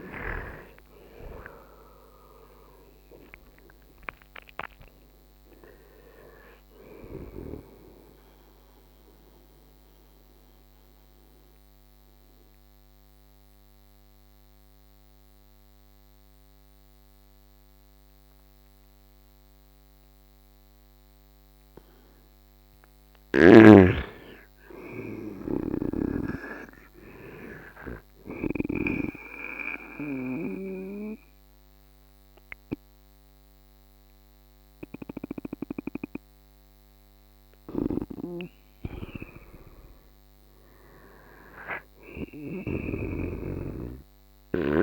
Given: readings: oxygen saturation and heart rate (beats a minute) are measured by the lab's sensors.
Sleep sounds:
breathing in sleep by a microphone on the trachea; 2
0.00-1.00 s: arousal
0.00-16.00 s: oxygen desaturation (device-marked, oxygen 90% lowest, heart rate 62 extreme)
8.00-22.00 s: mixed apnea (oxygen 99% before, 88% lowest, heart rate 79 before, 62 extreme, up 16 after)
24.00-27.00 s: arousal
29.00-39.00 s: obstructive apnea (oxygen 95% before, 84% lowest, heart rate 70 before, 72 extreme, up 9 after)
35.00-44.83 s: oxygen desaturation (device-marked, oxygen 99% before, 89% lowest, heart rate 70 before, 72 extreme)
37.50-42.50 s: snoring (device-marked)
40.50-44.00 s: arousal
From the record:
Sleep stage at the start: N2 (light sleep); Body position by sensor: on the right side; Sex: male

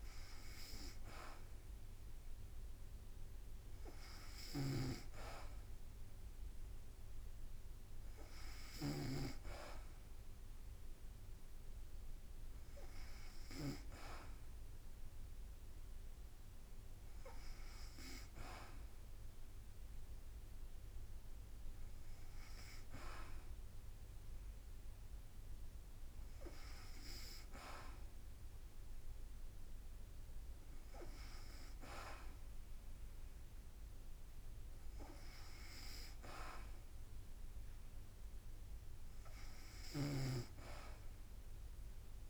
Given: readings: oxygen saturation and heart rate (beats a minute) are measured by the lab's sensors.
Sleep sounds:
breathing in sleep by a room microphone; none
4.00-9.00 s: snoring (device-marked)
From the record:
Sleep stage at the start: N2 (light sleep); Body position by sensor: on the back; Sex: female

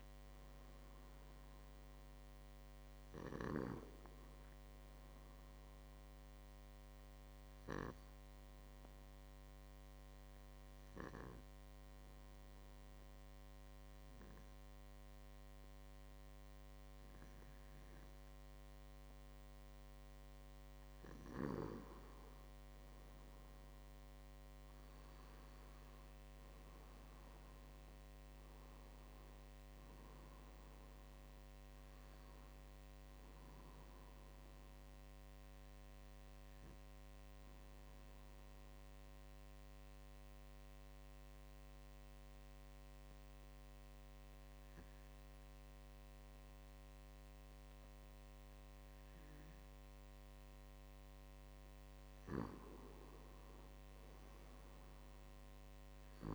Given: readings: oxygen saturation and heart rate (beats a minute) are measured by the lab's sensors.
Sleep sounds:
breathing in sleep by a microphone on the trachea; 2
0.00-13.50 s: oxygen desaturation (device-marked, oxygen 94% lowest, heart rate 58 extreme)
6.50-20.00 s: obstructive apnea (oxygen 98% before, 93% lowest, heart rate 59 before, 57 extreme, up 4 after)
21.50-25.00 s: arousal
23.50-46.50 s: oxygen desaturation (device-marked, oxygen 97% before, 93% lowest, heart rate 59 before, 57 extreme)
36.00-51.50 s: obstructive apnea (oxygen 97% before, 93% lowest, heart rate 60 before, 57 extreme, up 3 after)
From the record:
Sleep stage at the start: N2 (light sleep); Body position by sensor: on the back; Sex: male

